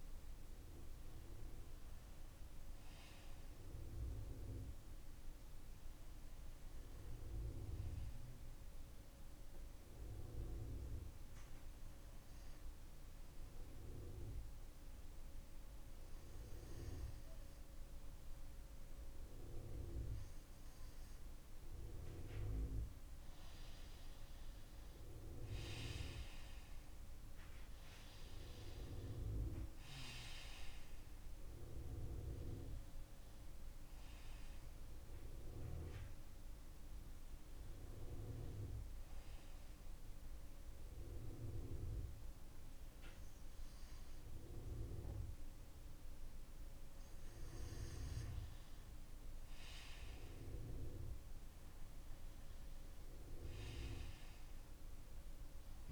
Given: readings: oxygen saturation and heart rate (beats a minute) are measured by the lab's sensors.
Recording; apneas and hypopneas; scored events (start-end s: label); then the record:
breathing in sleep by a room microphone; 2
6.50-19.50 s: hypopnea (oxygen 95% before, 92% lowest)
24.00-28.00 s: arousal
36.50-46.50 s: hypopnea (oxygen 95% before, 92% lowest)
49.00-53.00 s: arousal
From the record:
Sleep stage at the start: N2 (light sleep); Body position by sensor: on the front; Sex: male